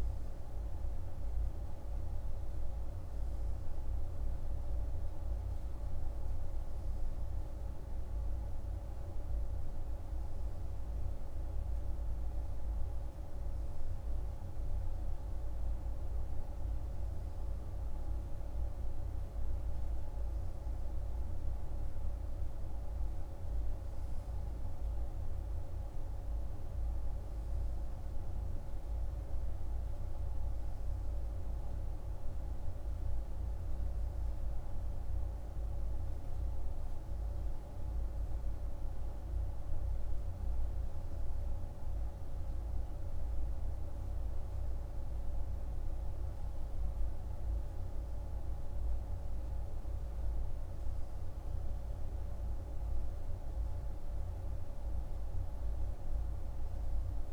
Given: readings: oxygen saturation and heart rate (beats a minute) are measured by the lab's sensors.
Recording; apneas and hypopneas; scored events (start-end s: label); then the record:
breathing in sleep, hard to hear, by a room microphone; none
none scored
From the record:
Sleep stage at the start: N2 (light sleep); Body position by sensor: on the right side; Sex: male